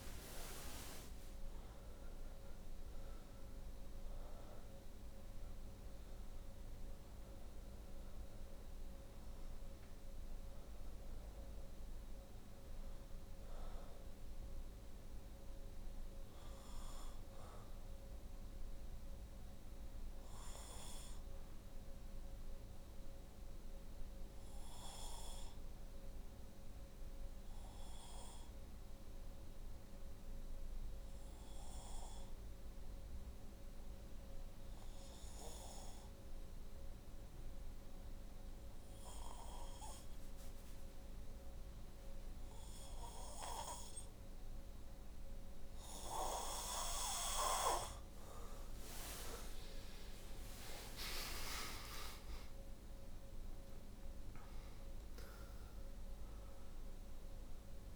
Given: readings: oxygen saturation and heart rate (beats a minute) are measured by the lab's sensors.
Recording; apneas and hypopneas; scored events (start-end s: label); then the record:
breathing in sleep by a room microphone; 1
0.00-2.50 s: arousal
0.00-34.00 s: oxygen desaturation (device-marked, oxygen 79% lowest, heart rate 59 extreme)
6.00-47.00 s: obstructive apnea (oxygen 97% before, 79% lowest, heart rate 66 before, 56 extreme, up 25 after)
47.00-57.96 s: oxygen desaturation (device-marked, oxygen 97% before, 85% lowest, heart rate 65 before, 54 extreme)
50.00-54.50 s: arousal
From the record:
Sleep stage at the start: N2 (light sleep); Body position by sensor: on the back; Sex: female